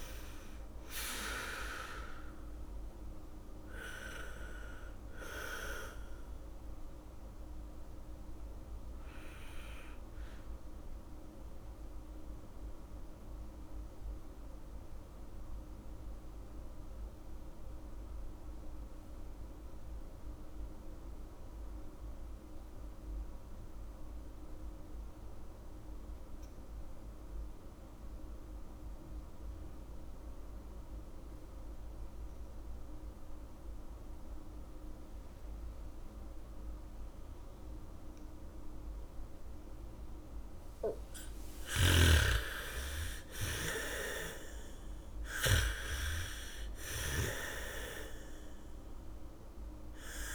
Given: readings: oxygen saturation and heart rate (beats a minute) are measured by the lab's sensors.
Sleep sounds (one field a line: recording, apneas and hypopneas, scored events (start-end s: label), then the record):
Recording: breathing in sleep by a room microphone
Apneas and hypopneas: 1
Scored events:
0.00-2.00 s: bradycardia (device-marked, heart rate 43 extreme)
0.00-27.00 s: oxygen desaturation (device-marked, oxygen 85% lowest, heart rate 43 extreme)
10.50-41.00 s: mixed apnea (oxygen 98% before, 83% lowest, heart rate 62 before, 43 extreme)
37.00-48.00 s: bradycardia (device-marked, heart rate 70 before, 43 extreme)
38.00-50.35 s: oxygen desaturation (device-marked, oxygen 99% before, 83% lowest, heart rate 71 before, 43 extreme)
42.00-46.00 s: snoring (device-marked)
42.50-47.00 s: arousal
From the record:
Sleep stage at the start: N2 (light sleep)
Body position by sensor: on the back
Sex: female